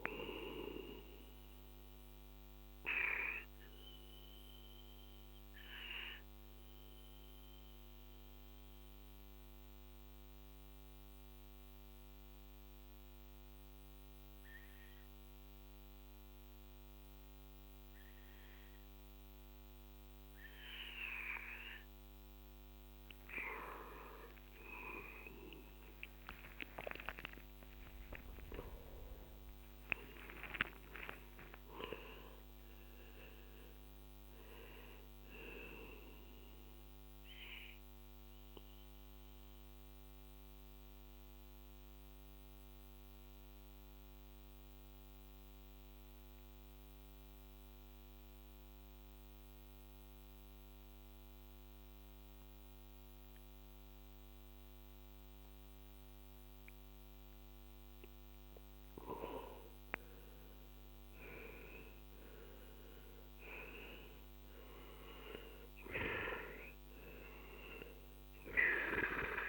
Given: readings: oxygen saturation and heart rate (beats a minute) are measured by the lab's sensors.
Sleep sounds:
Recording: breathing in sleep by a microphone on the trachea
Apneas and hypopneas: 2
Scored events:
0.00-12.00 s: oxygen desaturation (device-marked, oxygen 91% lowest, heart rate 39 extreme)
1.50-23.00 s: obstructive apnea (oxygen 98% before, 91% lowest, heart rate 52 before, 39 extreme, up 17 after)
25.00-29.50 s: arousal
36.00-57.50 s: obstructive apnea (oxygen 98% before, 91% lowest, heart rate 54 before, 40 extreme, up 17 after)
60.00-64.00 s: arousal
63.00-69.48 s: oxygen desaturation (device-marked, oxygen 97% before, 91% lowest, heart rate 46 before, 40 extreme)
From the record:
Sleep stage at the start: N2 (light sleep)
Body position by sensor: on the back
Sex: male

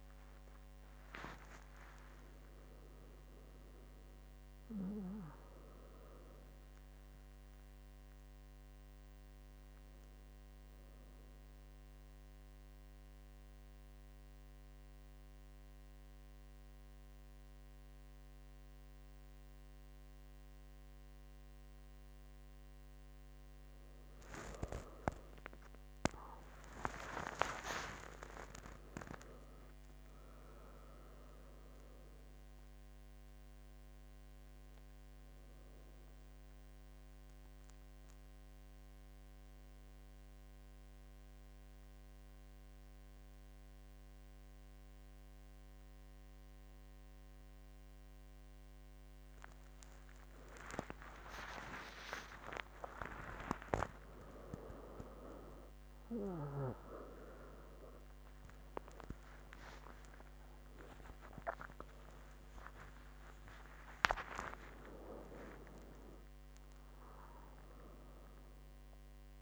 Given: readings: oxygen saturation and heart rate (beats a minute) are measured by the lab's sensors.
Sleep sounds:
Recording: a person partly awake in a sleep study, by a microphone on the trachea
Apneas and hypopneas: 2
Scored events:
0.50-60.50 s: new sleep stage, N1 (lightest sleep)
13.50-24.00 s: central apnea (oxygen 99% before, 94% lowest, heart rate 85 before, 71 extreme, up 27 after)
25.50-29.50 s: arousal
32.50-48.50 s: oxygen desaturation (device-marked, oxygen 98% before, 95% lowest, heart rate 80 before, 72 extreme)
39.00-50.50 s: obstructive apnea (oxygen 99% before, 94% lowest)
60.50-69.42 s: new sleep stage, awake
From the record:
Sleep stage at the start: awake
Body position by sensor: on the back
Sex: female

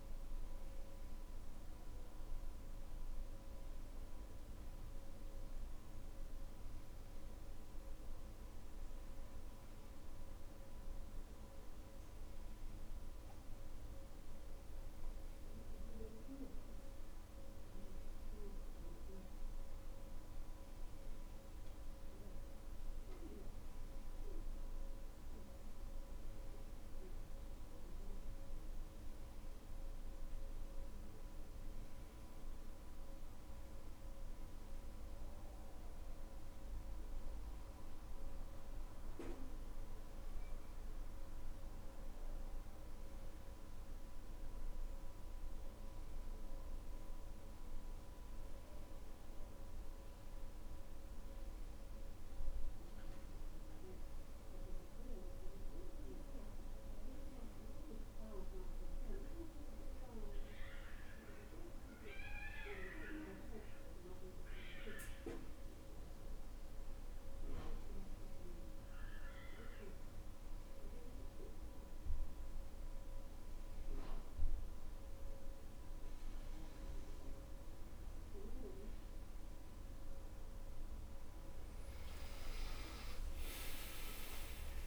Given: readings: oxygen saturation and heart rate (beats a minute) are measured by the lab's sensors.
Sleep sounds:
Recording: breathing in sleep by a room microphone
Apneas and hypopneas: none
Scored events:
none scored
From the record:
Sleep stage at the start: N2 (light sleep)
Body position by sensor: on the back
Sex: male

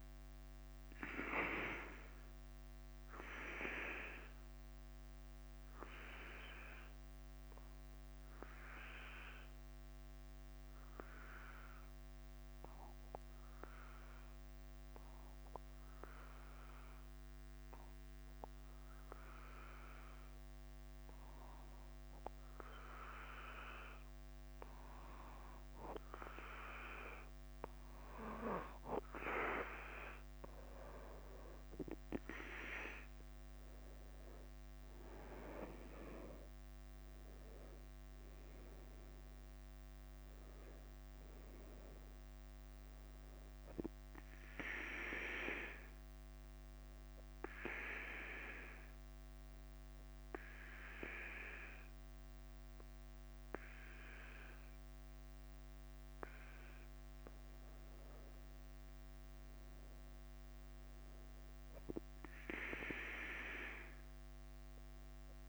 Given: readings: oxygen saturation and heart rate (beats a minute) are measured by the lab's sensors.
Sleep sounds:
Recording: breathing in sleep by a microphone on the trachea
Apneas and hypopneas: 2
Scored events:
0.00-65.49 s: bradycardia (device-marked, heart rate 42 extreme)
0.50-27.50 s: obstructive apnea (oxygen 98% before, 91% lowest, heart rate 48 before, 47 extreme, up 5 after)
14.00-25.00 s: oxygen desaturation (device-marked, oxygen 97% before, 91% lowest, heart rate 50 before, 48 extreme)
32.00-36.00 s: arousal
38.00-46.00 s: oxygen desaturation (device-marked, oxygen 99% before, 95% lowest, heart rate 50 before, 47 extreme)
45.50-56.00 s: obstructive apnea (oxygen 99% before, 94% lowest, heart rate 52 before, 47 extreme, up 5 after)
59.00-63.50 s: arousal
From the record:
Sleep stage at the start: N2 (light sleep)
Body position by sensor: on the back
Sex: male

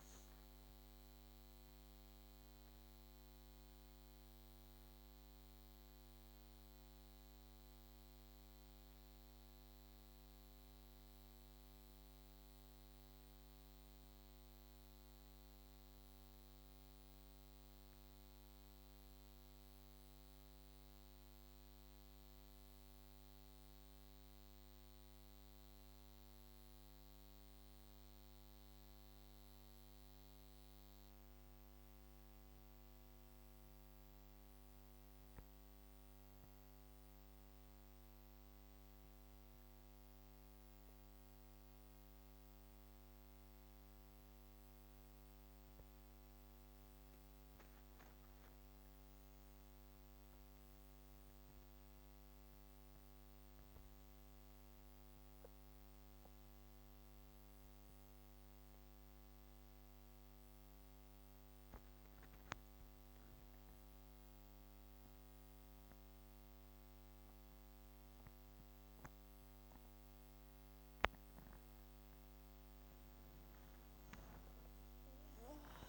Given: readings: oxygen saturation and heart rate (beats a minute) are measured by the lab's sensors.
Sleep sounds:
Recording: breathing in sleep, hard to hear, by a microphone on the trachea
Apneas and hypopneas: 1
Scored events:
27.50-43.00 s: central apnea (oxygen 99% before, 92% lowest)
43.50-71.50 s: oxygen desaturation (device-marked, oxygen 97% before, 92% lowest)
45.50-49.50 s: arousal
72.00-75.89 s: arousal
From the record:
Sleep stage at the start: N1 (lightest sleep)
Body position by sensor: on the back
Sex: female

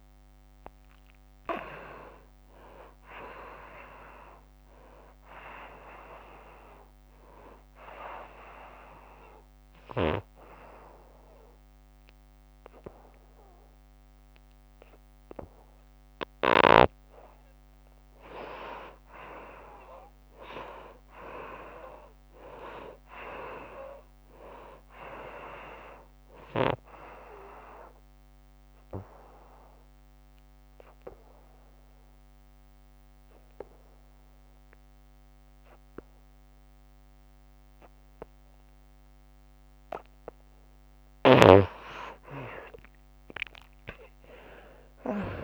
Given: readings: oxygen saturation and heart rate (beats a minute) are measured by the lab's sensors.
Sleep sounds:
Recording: breathing in sleep by a microphone on the trachea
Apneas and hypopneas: 2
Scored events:
0.00-19.50 s: oxygen desaturation (device-marked, oxygen 82% lowest, heart rate 69 extreme)
6.50-17.50 s: obstructive apnea (oxygen 95% before, 77% lowest, heart rate 80 before, 74 extreme, up 8 after)
20.00-23.00 s: arousal
21.50-34.50 s: oxygen desaturation (device-marked, oxygen 97% before, 85% lowest, heart rate 87 before, 74 extreme)
27.00-39.50 s: obstructive apnea (oxygen 97% before, 77% lowest, heart rate 84 before, 74 extreme, up 4 after)
40.50-45.44 s: oxygen desaturation (device-marked, oxygen 94% before, 77% lowest, heart rate 84 before, 74 extreme)
41.00-45.00 s: arousal
From the record:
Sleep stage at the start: N2 (light sleep)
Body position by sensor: on the back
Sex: female

